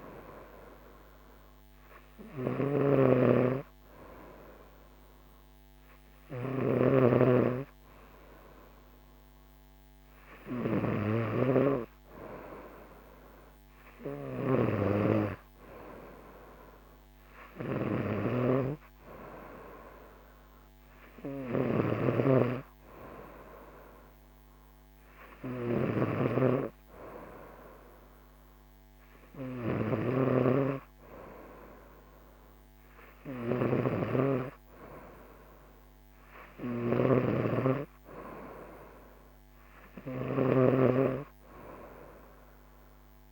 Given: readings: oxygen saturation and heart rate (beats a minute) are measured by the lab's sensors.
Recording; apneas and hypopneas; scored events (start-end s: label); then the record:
breathing in sleep by a microphone on the trachea; none
0.00-43.32 s: snoring (device-marked)
From the record:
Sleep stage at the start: N3 (deep sleep); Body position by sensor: on the right side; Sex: female